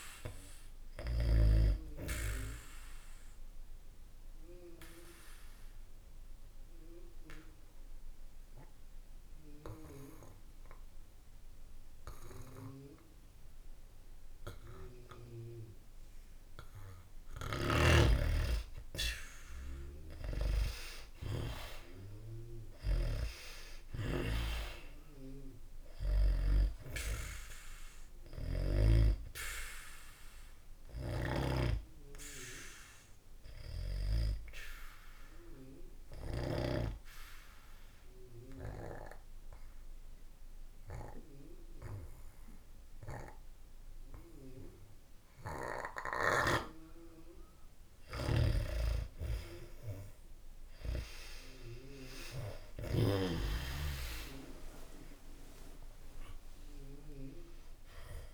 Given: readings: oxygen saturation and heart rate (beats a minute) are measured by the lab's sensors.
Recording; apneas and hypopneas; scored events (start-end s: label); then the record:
breathing in sleep by a room microphone; 2
0.00-14.00 s: oxygen desaturation (device-marked, oxygen 98% before, 92% lowest, heart rate 66 before, 64 extreme)
0.50-16.00 s: obstructive apnea (oxygen 98% before, 90% lowest, heart rate 66 before, 64 extreme, up 0 after)
17.00-36.50 s: snoring (device-marked)
18.00-22.50 s: arousal
25.00-44.00 s: oxygen desaturation (device-marked, oxygen 96% before, 90% lowest, heart rate 67 before, 67 extreme)
27.50-48.00 s: obstructive apnea (oxygen 96% before, 90% lowest, heart rate 67 before, 66 extreme, up 1 after)
46.00-52.50 s: snoring (device-marked)
51.50-55.50 s: arousal
From the record:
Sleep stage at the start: N2 (light sleep); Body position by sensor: on the back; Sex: male